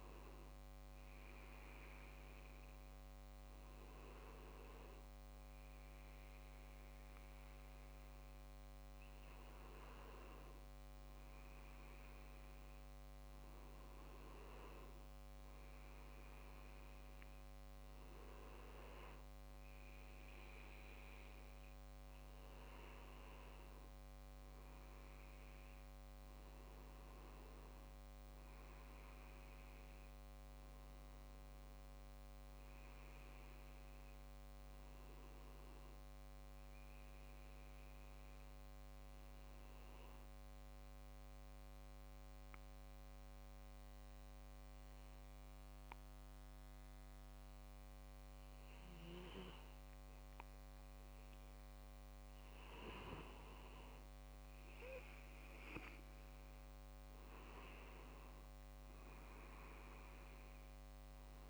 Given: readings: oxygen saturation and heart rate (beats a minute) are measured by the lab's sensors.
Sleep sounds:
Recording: breathing in sleep, hard to hear, by a microphone on the trachea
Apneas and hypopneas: 1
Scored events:
32.50-37.00 s: arousal
40.00-52.50 s: obstructive apnea (oxygen 96% before, 93% lowest)
54.50-58.00 s: arousal
60.00-61.50 s: oxygen desaturation (device-marked, oxygen 96% before, 93% lowest)
From the record:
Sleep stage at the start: N2 (light sleep)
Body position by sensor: on the back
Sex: male

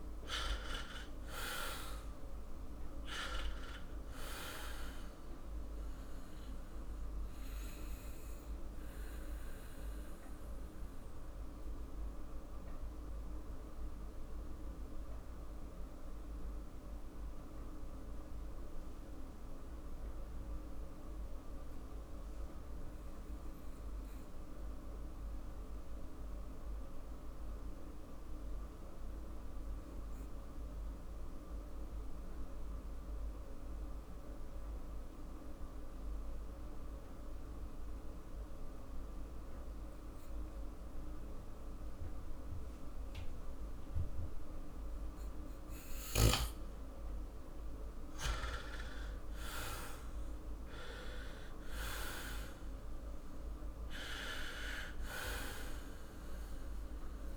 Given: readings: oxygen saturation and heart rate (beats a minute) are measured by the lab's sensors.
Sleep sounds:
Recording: breathing in sleep by a room microphone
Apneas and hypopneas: 1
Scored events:
0.00-3.00 s: arousal
8.00-45.00 s: mixed apnea (oxygen 99% before, 91% lowest, heart rate 53 before, 44 extreme, up 10 after)
31.50-48.50 s: oxygen desaturation (device-marked, oxygen 99% before, 92% lowest, heart rate 47 before, 45 extreme)
48.00-52.50 s: arousal
From the record:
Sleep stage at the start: N2 (light sleep)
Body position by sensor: on the back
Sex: male

